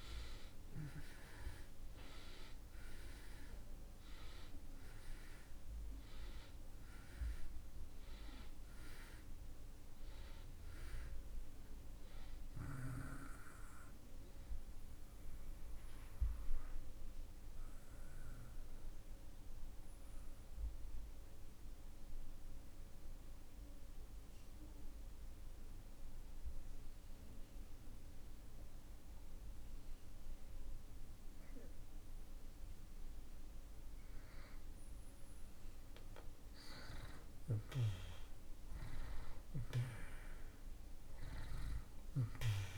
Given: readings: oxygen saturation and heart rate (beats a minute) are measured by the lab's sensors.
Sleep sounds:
breathing in sleep by a room microphone; 1
0.00-30.50 s: oxygen desaturation (device-marked, oxygen 70% lowest)
16.50-32.50 s: obstructive apnea (oxygen 96% before, 70% lowest)
35.50-40.50 s: arousal
From the record:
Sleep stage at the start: N2 (light sleep); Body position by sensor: on the back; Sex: male

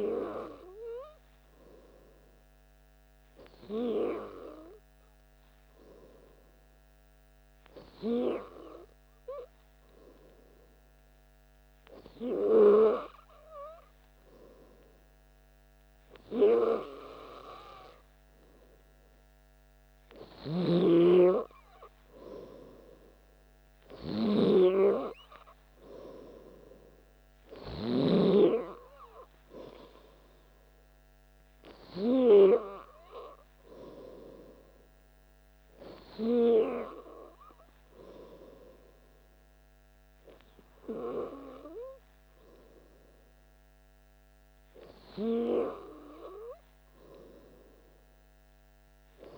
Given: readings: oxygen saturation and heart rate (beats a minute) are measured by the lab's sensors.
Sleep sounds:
breathing in sleep by a microphone on the trachea; 1
8.50-20.50 s: hypopnea (oxygen 96% before, 93% lowest, heart rate 62 before, 62 extreme, up 2 after)
22.50-26.50 s: arousal
From the record:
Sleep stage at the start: N2 (light sleep); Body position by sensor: on the back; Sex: male

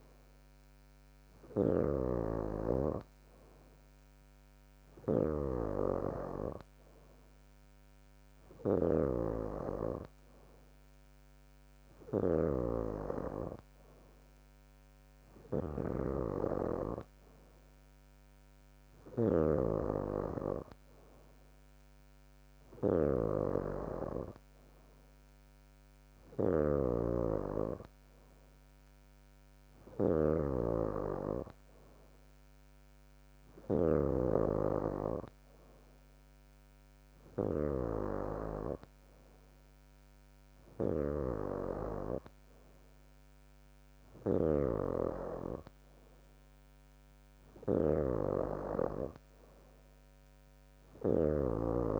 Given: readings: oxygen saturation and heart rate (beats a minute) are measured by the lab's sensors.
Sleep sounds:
breathing in sleep by a microphone on the trachea; none
0.00-34.00 s: snoring (device-marked)
41.50-43.50 s: long interval between heartbeats (device-marked, heart rate 72 before, 89 extreme)
43.50-48.00 s: arousal
44.50-52.00 s: snoring (device-marked)
From the record:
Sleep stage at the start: N3 (deep sleep); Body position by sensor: on the back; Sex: female

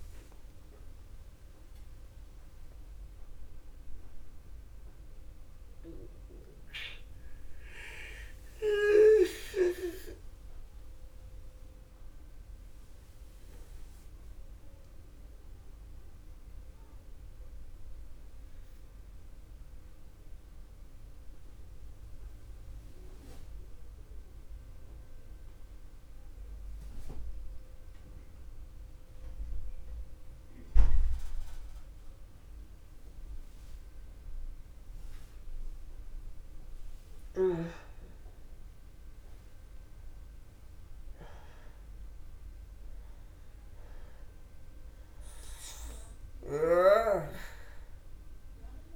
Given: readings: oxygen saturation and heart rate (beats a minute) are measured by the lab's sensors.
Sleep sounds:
a person partly awake in a sleep study, by a room microphone; 1
0.00-16.50 s: oxygen desaturation (device-marked, oxygen 83% lowest, heart rate 45 extreme)
2.00-37.00 s: obstructive apnea (oxygen 96% before, 86% lowest, heart rate 56 before, 64 extreme, up 0 after)
31.50-48.96 s: new sleep stage, awake
From the record:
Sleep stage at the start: N2 (light sleep); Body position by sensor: on the back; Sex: male

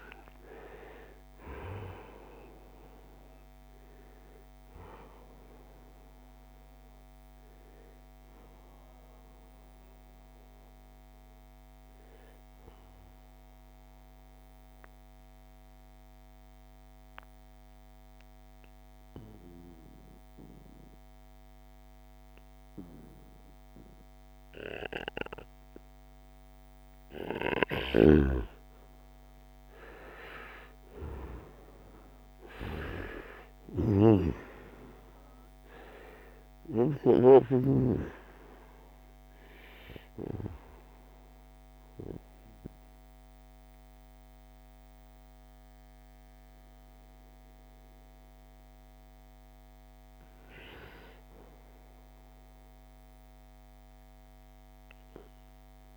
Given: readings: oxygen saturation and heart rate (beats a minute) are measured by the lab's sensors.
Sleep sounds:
breathing in sleep by a microphone on the trachea; 2
0.00-17.50 s: oxygen desaturation (device-marked, oxygen 87% lowest, heart rate 67 extreme)
12.50-26.00 s: mixed apnea (oxygen 94% before, 89% lowest, heart rate 82 before, 72 extreme, up 3 after)
27.00-36.50 s: snoring (device-marked)
28.00-32.50 s: arousal
39.00-49.00 s: obstructive apnea (oxygen 98% before, 87% lowest, heart rate 74 before, 68 extreme)
39.50-49.50 s: oxygen desaturation (device-marked, oxygen 97% before, 93% lowest, heart rate 74 before, 68 extreme)
52.00-55.97 s: arousal
From the record:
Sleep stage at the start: N2 (light sleep); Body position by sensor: on the right side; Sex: male

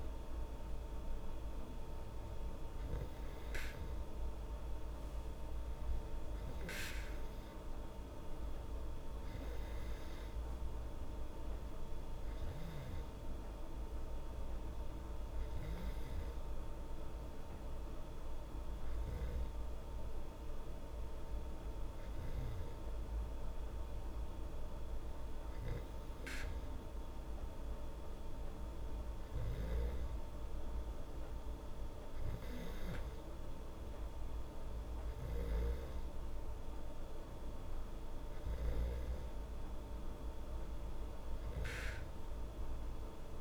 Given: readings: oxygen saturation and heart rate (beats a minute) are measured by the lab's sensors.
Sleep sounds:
breathing in sleep, hard to hear, by a room microphone; none
none scored
From the record:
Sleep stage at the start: N2 (light sleep); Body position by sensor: on the back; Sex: female

